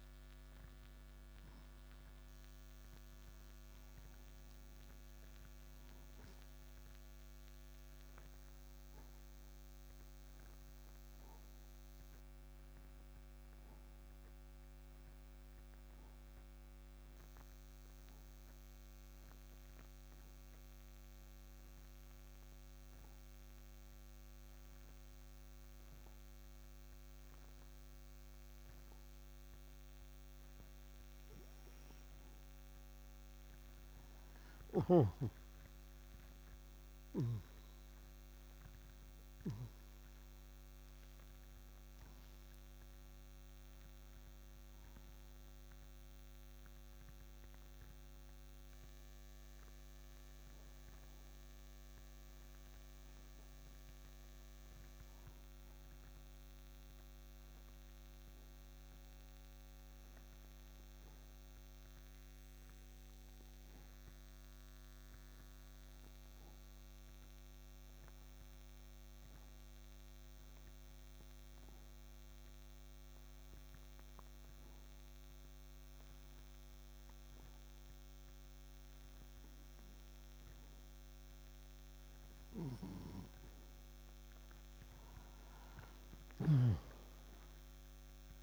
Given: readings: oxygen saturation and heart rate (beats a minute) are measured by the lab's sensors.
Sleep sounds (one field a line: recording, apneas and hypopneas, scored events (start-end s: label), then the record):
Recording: breathing in sleep, hard to hear, by a microphone on the trachea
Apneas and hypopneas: 2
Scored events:
0.00-3.00 s: arousal
9.50-32.50 s: obstructive apnea (oxygen 97% before, 86% lowest)
12.00-29.00 s: oxygen desaturation (device-marked, oxygen 96% before, 91% lowest, heart rate 199 before, 166 extreme)
37.00-41.00 s: arousal
40.00-74.00 s: oxygen desaturation (device-marked, oxygen 97% before, 86% lowest, heart rate 191 before, 154 extreme)
60.50-81.00 s: obstructive apnea (oxygen 97% before, 86% lowest, heart rate 194 before, 154 extreme, up 15 after)
87.00-88.43 s: arousal
From the record:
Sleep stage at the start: N2 (light sleep)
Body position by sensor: on the right side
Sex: male